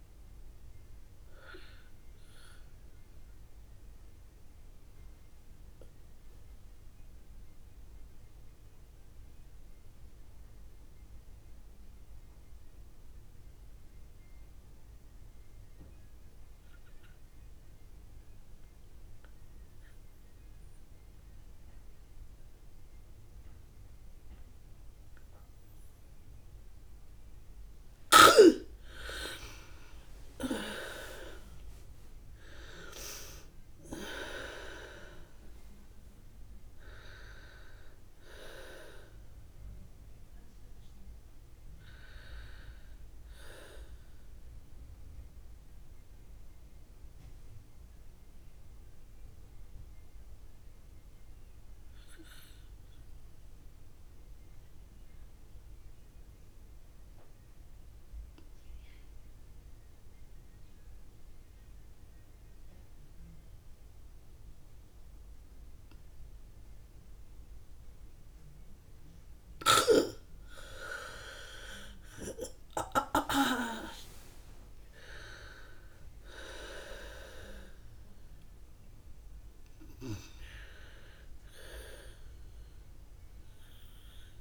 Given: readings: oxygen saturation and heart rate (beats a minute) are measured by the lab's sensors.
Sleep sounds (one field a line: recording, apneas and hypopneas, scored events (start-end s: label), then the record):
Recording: breathing in sleep by a room microphone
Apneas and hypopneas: 2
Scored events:
0.00-13.00 s: oxygen desaturation (device-marked, oxygen 78% lowest)
4.50-26.50 s: mixed apnea (oxygen 99% before, 78% lowest, heart rate 46 before, 39 extreme, up 1 after)
23.00-25.00 s: bradycardia (device-marked, heart rate 64 before, 63 extreme)
27.00-55.00 s: oxygen desaturation (device-marked, oxygen 100% before, 78% lowest, heart rate 70 before, 39 extreme)
28.00-34.00 s: bradycardia (device-marked, heart rate 64 before, 47 extreme)
29.50-35.50 s: arousal
46.00-70.00 s: mixed apnea (oxygen 100% before, 78% lowest, heart rate 63 before, 45 extreme)
68.00-76.00 s: bradycardia (device-marked, heart rate 64 before, 45 extreme)
71.00-84.41 s: oxygen desaturation (device-marked, oxygen 99% before, 83% lowest, heart rate 74 before, 51 extreme)
73.00-77.50 s: arousal
From the record:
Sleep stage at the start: N2 (light sleep)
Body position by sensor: on the back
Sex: female